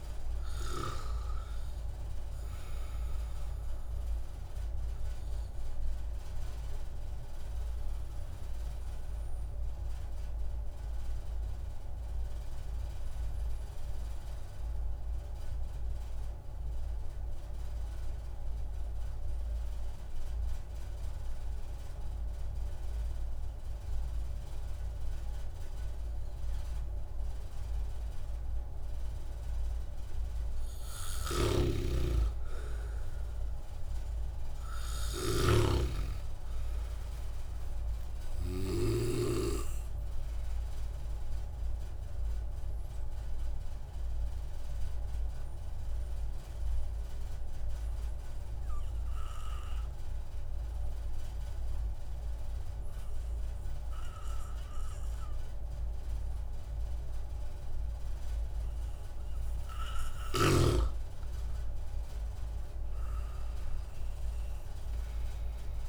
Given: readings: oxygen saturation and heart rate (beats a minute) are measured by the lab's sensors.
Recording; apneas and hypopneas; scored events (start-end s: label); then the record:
breathing in sleep by a room microphone; 2
6.00-29.50 s: obstructive apnea (oxygen 97% before, 93% lowest)
31.00-39.00 s: snoring (device-marked)
31.50-59.50 s: oxygen desaturation (device-marked, oxygen 97% before, 93% lowest)
32.00-34.50 s: arousal
40.50-58.50 s: obstructive apnea (oxygen 97% before, 93% lowest)
60.50-63.50 s: arousal
From the record:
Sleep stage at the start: N2 (light sleep); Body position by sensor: on the back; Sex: male